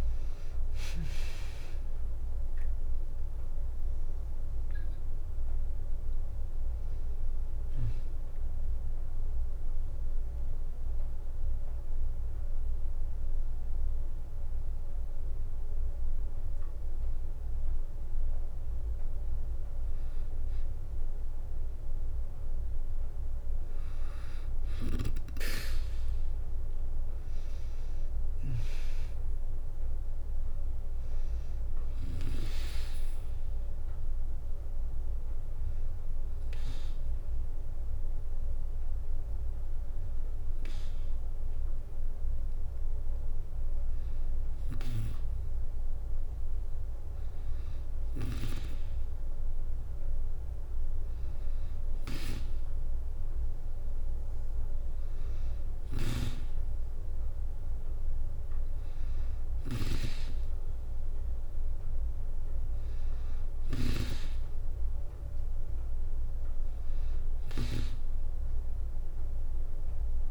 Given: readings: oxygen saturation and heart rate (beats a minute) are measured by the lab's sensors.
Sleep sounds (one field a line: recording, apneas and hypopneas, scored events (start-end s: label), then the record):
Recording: a person partly awake in a sleep study, by a room microphone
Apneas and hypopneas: 2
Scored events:
0.00-14.00 s: drop in pulse transit time (device-marked, heart rate 108 before, 64 extreme)
9.00-20.00 s: hypopnea (oxygen 97% before, 91% lowest, heart rate 89 before, 60 extreme, up 3 after)
11.00-70.31 s: new sleep stage, N2 (light sleep)
24.50-28.50 s: arousal
30.00-46.00 s: oxygen desaturation (device-marked, oxygen 97% before, 91% lowest, heart rate 63 before, 62 extreme)
32.50-43.50 s: hypopnea (oxygen 97% before, 91% lowest, heart rate 63 before, 62 extreme, up 0 after)
46.50-50.00 s: arousal
55.00-68.00 s: oxygen desaturation (device-marked, oxygen 97% before, 93% lowest, heart rate 63 before, 62 extreme)
From the record:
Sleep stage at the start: awake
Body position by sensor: on the back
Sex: female